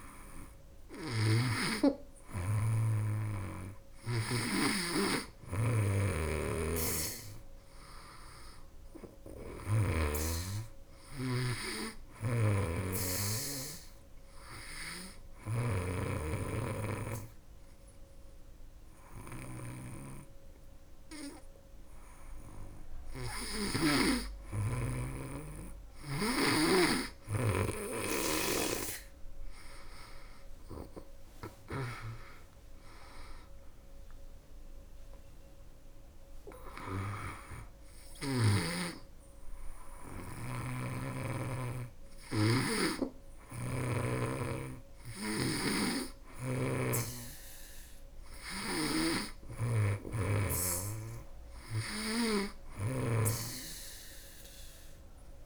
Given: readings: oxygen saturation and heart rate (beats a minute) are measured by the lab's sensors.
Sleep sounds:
breathing in sleep by a room microphone; 1
6.00-9.50 s: snoring (device-marked)
11.50-23.50 s: snoring (device-marked)
13.50-24.50 s: obstructive apnea (oxygen 97% before, 95% lowest, heart rate 83 before, 72 extreme, up 9 after)
28.50-32.50 s: arousal
40.00-43.50 s: snoring (device-marked)
48.00-55.46 s: snoring (device-marked)
From the record:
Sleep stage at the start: N2 (light sleep); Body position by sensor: on the back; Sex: female

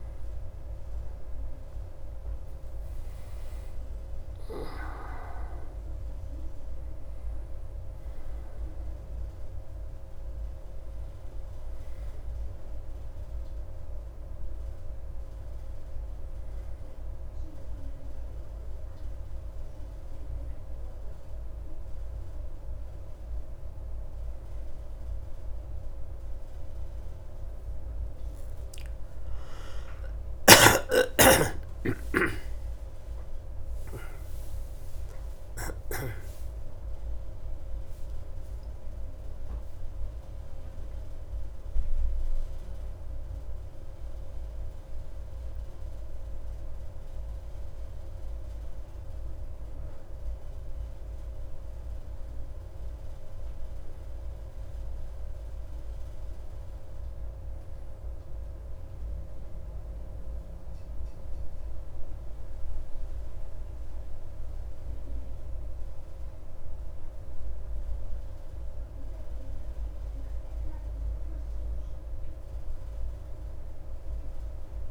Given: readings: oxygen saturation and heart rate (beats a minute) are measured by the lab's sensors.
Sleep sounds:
breathing in sleep, hard to hear, by a room microphone; none
0.00-1.50 s: arousal
18.50-74.91 s: new sleep stage, N1 (lightest sleep)
32.50-37.50 s: arousal
From the record:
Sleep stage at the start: N2 (light sleep); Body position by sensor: on the back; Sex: male

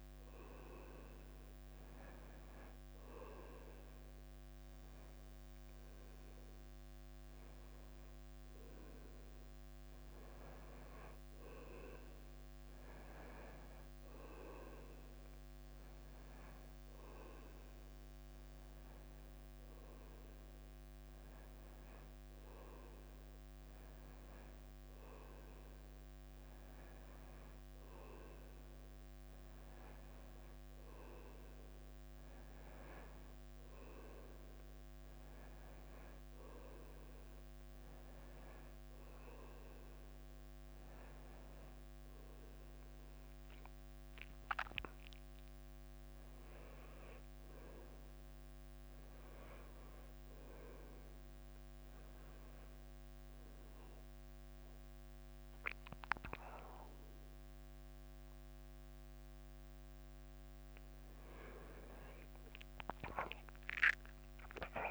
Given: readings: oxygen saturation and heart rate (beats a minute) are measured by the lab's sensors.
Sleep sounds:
a person awake in a sleep study, by a microphone on the trachea; 1
0.00-4.00 s: tachycardia (device-marked, heart rate 113 extreme)
2.50-12.50 s: hypopnea (oxygen 94% before, 93% lowest, heart rate 101 before, 98 extreme, up 2 after)
16.00-64.91 s: new sleep stage, awake
62.00-64.91 s: drop in pulse transit time (device-marked, heart rate 97 before, 96 extreme)
63.00-64.91 s: tachycardia (device-marked, heart rate 97 before, 105 extreme)
From the record:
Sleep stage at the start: N1 (lightest sleep); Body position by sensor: on the right side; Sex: male

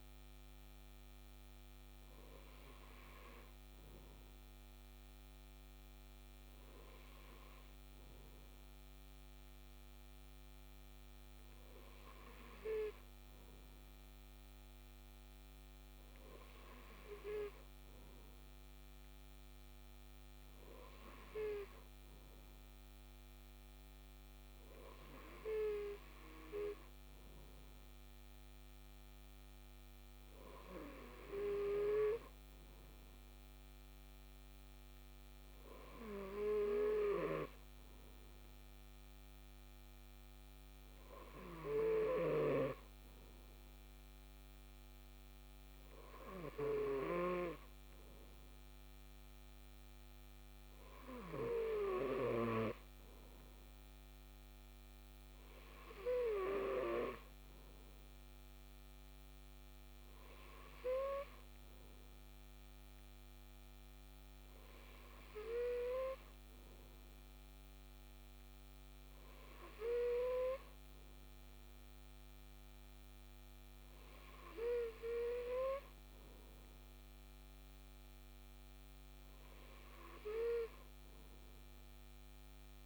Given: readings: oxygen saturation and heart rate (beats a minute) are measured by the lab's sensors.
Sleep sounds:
breathing in sleep by a microphone on the trachea; none
none scored
From the record:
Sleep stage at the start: N2 (light sleep); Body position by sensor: on the left side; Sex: male

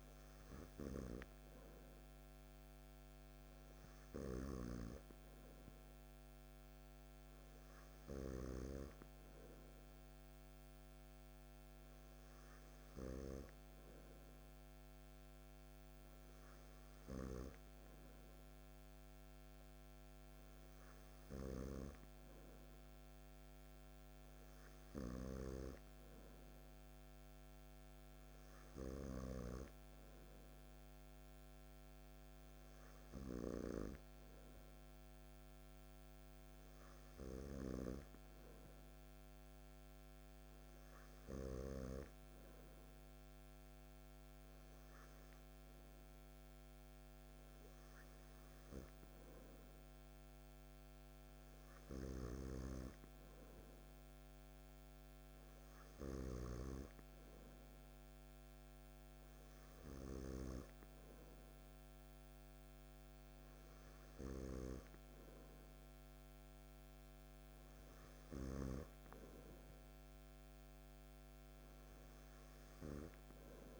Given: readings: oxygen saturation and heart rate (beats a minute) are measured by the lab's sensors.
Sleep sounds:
breathing in sleep by a microphone on the trachea; none
none scored
From the record:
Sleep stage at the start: N2 (light sleep); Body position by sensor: on the back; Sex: male

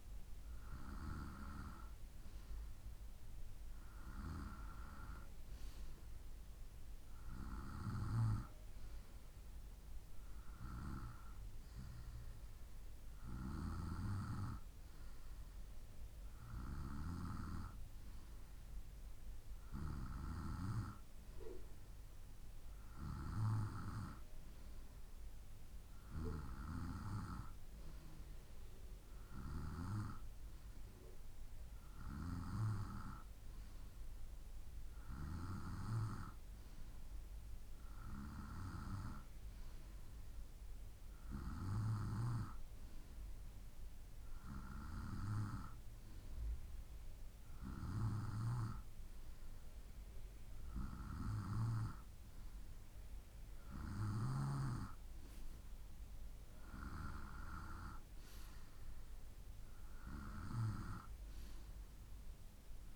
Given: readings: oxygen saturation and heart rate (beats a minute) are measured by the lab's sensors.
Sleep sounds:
breathing in sleep by a room microphone; none
none scored
From the record:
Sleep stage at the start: N2 (light sleep); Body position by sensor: on the right side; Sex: male

